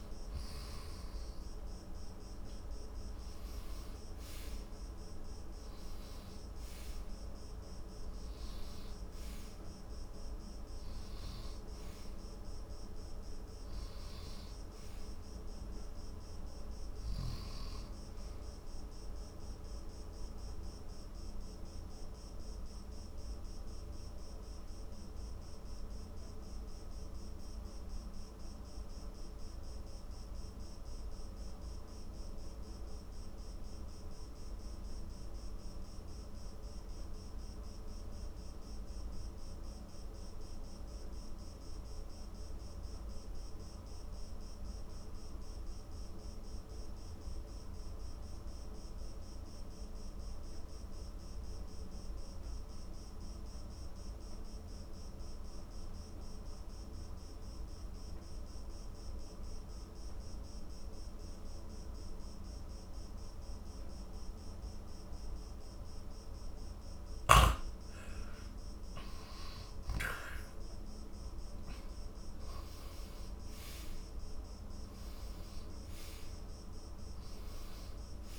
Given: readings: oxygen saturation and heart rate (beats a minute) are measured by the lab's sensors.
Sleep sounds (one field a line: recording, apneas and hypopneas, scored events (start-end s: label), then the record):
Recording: breathing in sleep, hard to hear, by a room microphone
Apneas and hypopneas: 1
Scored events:
0.00-1.50 s: arousal
0.00-35.50 s: oxygen desaturation (device-marked, oxygen 91% lowest, heart rate 44 extreme)
19.50-65.00 s: mixed apnea (oxygen 98% before, 87% lowest, heart rate 62 before, 44 extreme, up 20 after)
62.50-78.38 s: oxygen desaturation (device-marked, oxygen 97% before, 87% lowest, heart rate 55 before, 44 extreme)
66.00-70.50 s: arousal
From the record:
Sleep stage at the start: N2 (light sleep)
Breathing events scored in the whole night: 227 in 5.8 hours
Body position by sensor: on the back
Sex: male